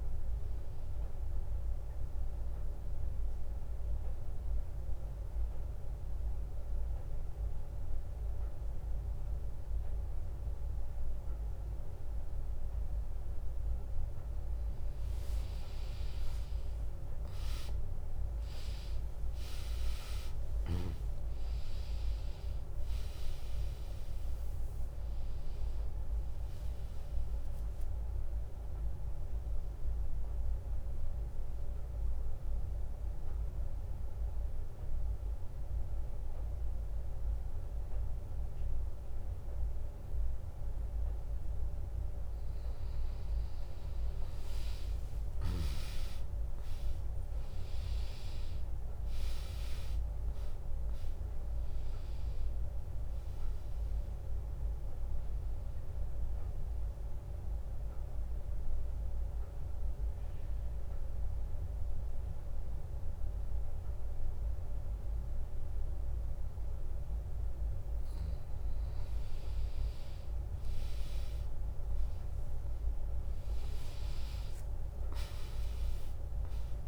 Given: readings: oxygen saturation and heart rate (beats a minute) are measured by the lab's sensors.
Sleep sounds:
breathing in sleep, hard to hear, by a room microphone; 3
1.50-14.50 s: mixed apnea (oxygen 99% before, 97% lowest, heart rate 79 before, 63 extreme)
3.00-13.00 s: drop in pulse transit time (device-marked, heart rate 79 before, 80 extreme)
17.50-22.50 s: arousal
32.00-42.00 s: central apnea (oxygen 99% before, 97% lowest, heart rate 74 before, 62 extreme)
45.50-50.00 s: arousal
54.00-65.00 s: drop in pulse transit time (device-marked, heart rate 74 before, 82 extreme)
57.50-69.00 s: mixed apnea (oxygen 100% before, 97% lowest, heart rate 74 before, 63 extreme)
72.50-76.50 s: arousal
From the record:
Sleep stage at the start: N2 (light sleep); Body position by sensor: on the back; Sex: female

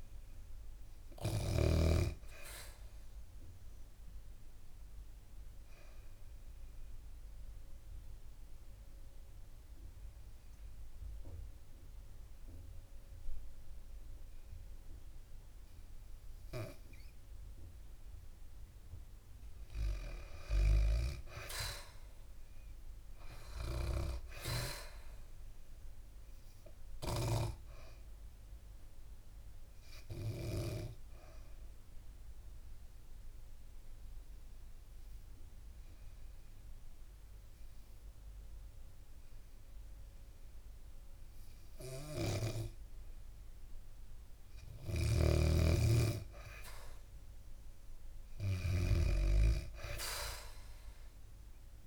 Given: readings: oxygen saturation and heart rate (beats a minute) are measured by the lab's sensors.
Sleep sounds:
breathing in sleep by a room microphone; 2
0.00-15.50 s: oxygen desaturation (device-marked, oxygen 92% lowest, heart rate 60 extreme)
3.00-17.50 s: obstructive apnea (oxygen 98% before, 92% lowest, heart rate 68 before, 60 extreme, up 4 after)
19.00-22.00 s: arousal
22.50-40.50 s: oxygen desaturation (device-marked, oxygen 98% before, 92% lowest, heart rate 68 before, 60 extreme)
25.50-41.50 s: obstructive apnea (oxygen 98% before, 92% lowest, heart rate 68 before, 60 extreme, up 11 after)
41.50-51.87 s: snoring (device-marked)
44.50-47.50 s: arousal
From the record:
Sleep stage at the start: N2 (light sleep); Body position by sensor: on the back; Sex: female

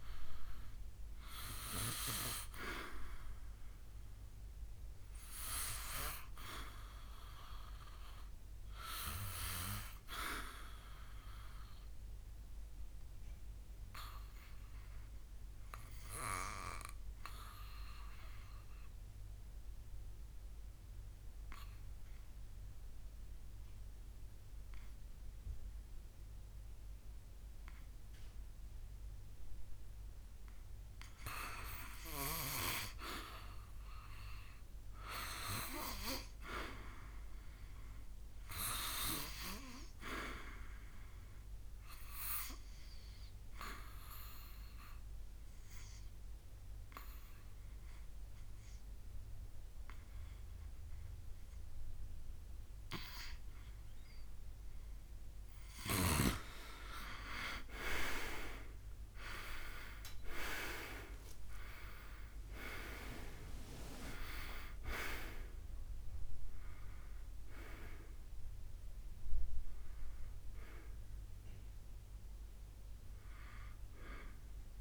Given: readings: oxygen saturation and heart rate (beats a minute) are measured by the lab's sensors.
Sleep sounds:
breathing in sleep by a room microphone; 2
12.50-29.50 s: obstructive apnea (oxygen 95% before, 85% lowest, heart rate 73 before, 67 extreme, up 1 after)
32.00-35.50 s: arousal
43.50-54.50 s: obstructive apnea (oxygen 94% before, 85% lowest, heart rate 70 before, 79 extreme, up 7 after)
58.00-62.00 s: arousal
59.50-74.81 s: oxygen desaturation (device-marked, oxygen 95% before, 85% lowest, heart rate 78 before, 74 extreme)
From the record:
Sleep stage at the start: N2 (light sleep); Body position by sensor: on the back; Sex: male

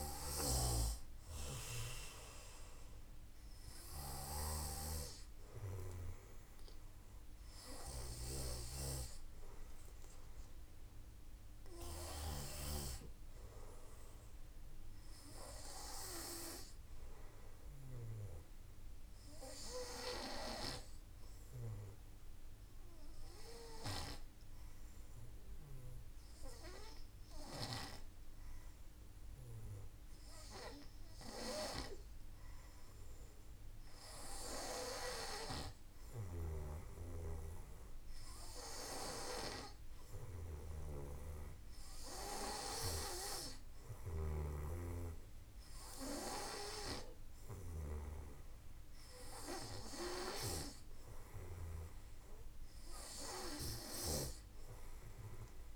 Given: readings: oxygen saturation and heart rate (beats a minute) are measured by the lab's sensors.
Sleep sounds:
breathing in sleep by a room microphone; 1
0.00-11.50 s: snoring (device-marked)
19.00-30.50 s: hypopnea (oxygen 97% before, 93% lowest, heart rate 55 before, 50 extreme)
33.00-36.50 s: arousal
35.50-53.50 s: snoring (device-marked)
From the record:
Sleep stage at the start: N2 (light sleep); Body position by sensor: on the back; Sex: male

